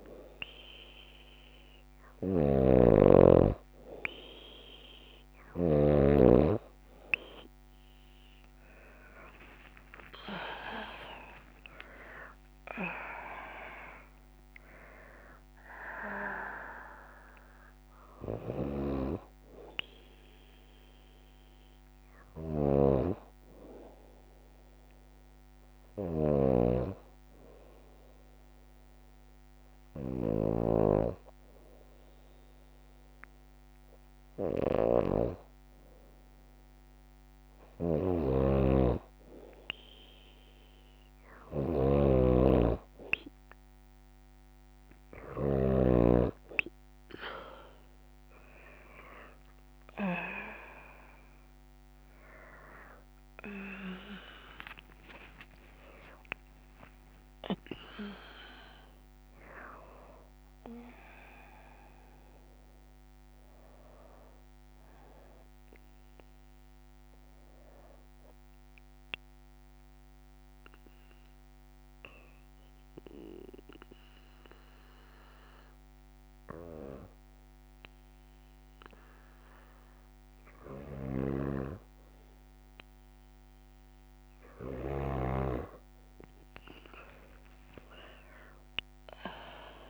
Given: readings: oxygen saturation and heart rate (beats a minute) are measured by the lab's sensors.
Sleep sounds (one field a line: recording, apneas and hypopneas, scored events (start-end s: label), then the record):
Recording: breathing in sleep by a microphone on the trachea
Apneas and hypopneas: 2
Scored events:
0.00-5.00 s: snoring (device-marked)
8.00-13.50 s: arousal
21.50-45.00 s: snoring (device-marked)
25.50-36.00 s: hypopnea (oxygen 94% before, 93% lowest, heart rate 65 before, 56 extreme, up 2 after)
47.50-64.50 s: oxygen desaturation (device-marked, oxygen 97% before, 93% lowest, heart rate 57 before, 55 extreme)
50.50-89.90 s: new sleep stage, N1 (lightest sleep)
51.50-56.00 s: arousal
68.50-81.00 s: obstructive apnea (oxygen 97% before, 92% lowest, heart rate 62 before, 55 extreme, up 8 after)
86.50-89.90 s: arousal
From the record:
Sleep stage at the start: N2 (light sleep)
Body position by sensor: on the left side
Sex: female